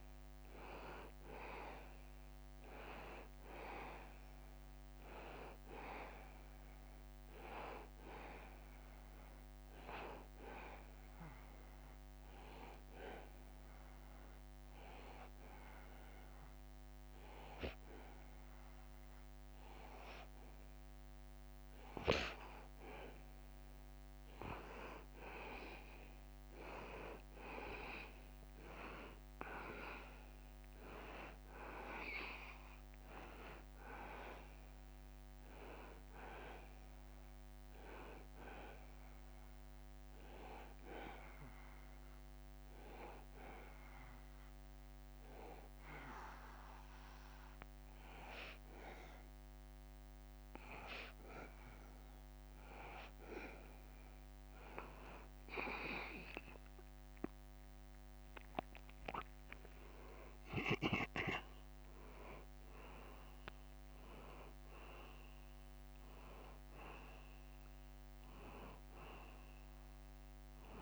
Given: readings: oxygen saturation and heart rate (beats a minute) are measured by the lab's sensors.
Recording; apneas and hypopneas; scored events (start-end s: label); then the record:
breathing in sleep by a microphone on the trachea; 2
11.50-24.00 s: obstructive apnea (oxygen 94% before, 90% lowest, heart rate 80 before, 78 extreme, up 2 after)
26.50-30.00 s: arousal
32.00-48.00 s: oxygen desaturation (device-marked, oxygen 94% before, 90% lowest, heart rate 79 before, 77 extreme)
37.00-55.00 s: obstructive apnea (oxygen 94% before, 90% lowest, heart rate 79 before, 77 extreme, up 5 after)
57.50-61.50 s: arousal
From the record:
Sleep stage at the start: N2 (light sleep); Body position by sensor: on the back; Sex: male